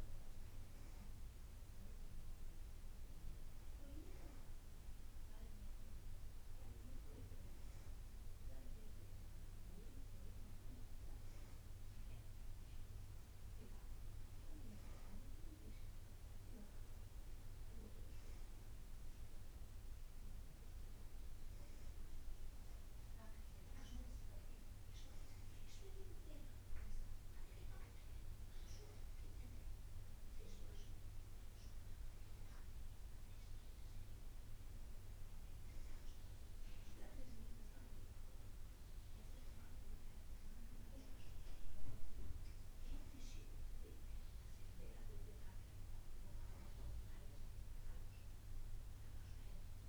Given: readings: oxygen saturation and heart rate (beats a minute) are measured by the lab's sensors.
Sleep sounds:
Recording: breathing in sleep by a room microphone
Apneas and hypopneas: none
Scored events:
none scored
From the record:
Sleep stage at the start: N2 (light sleep)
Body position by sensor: on the back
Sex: female

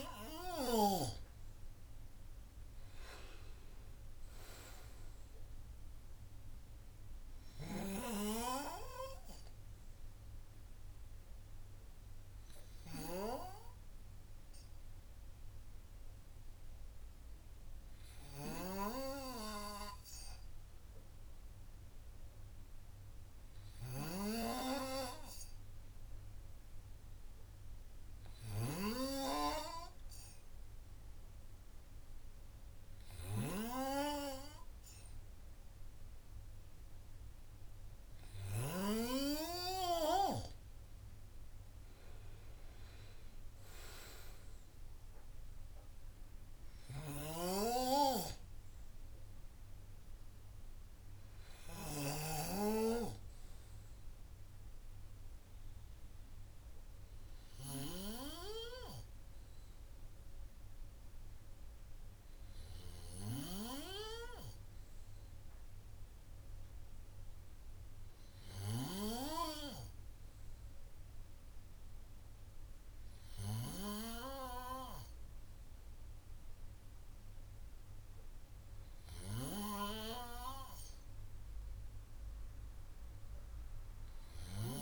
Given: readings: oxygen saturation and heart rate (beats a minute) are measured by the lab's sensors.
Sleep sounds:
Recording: breathing in sleep by a room microphone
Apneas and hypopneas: 1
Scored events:
2.00-5.00 s: arousal
13.00-37.00 s: hypopnea (oxygen 97% before, 95% lowest, heart rate 144 before, 97 extreme, up 39 after)
18.50-39.00 s: snoring (device-marked)
40.00-43.00 s: arousal
47.00-52.50 s: snoring (device-marked)
From the record:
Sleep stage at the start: N2 (light sleep)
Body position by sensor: on the right side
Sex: male

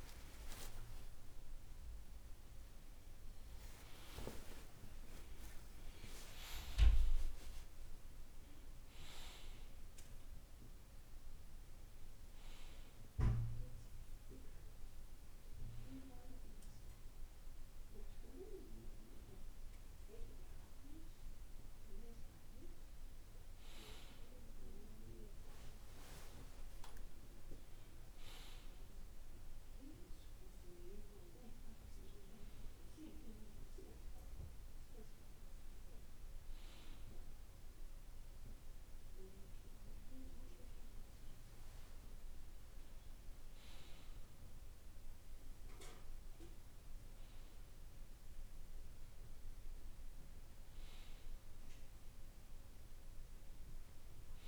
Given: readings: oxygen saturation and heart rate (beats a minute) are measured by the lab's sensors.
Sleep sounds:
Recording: a person partly awake in a sleep study, by a room microphone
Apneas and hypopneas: none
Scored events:
21.00-54.48 s: new sleep stage, N1 (lightest sleep)
From the record:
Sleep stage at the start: awake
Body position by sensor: on the right side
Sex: male

